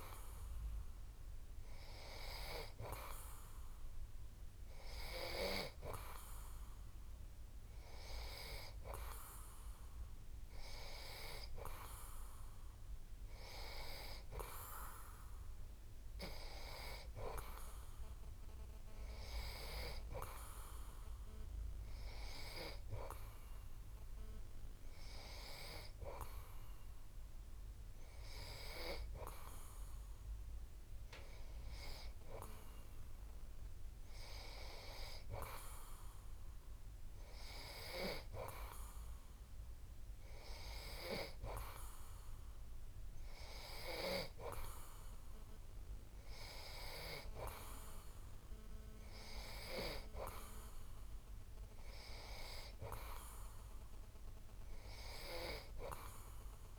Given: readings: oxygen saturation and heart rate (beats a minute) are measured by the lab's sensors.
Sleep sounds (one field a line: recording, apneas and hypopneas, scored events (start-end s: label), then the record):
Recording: breathing in sleep by a room microphone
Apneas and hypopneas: none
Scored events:
none scored
From the record:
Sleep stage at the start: N2 (light sleep)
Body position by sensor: on the back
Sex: male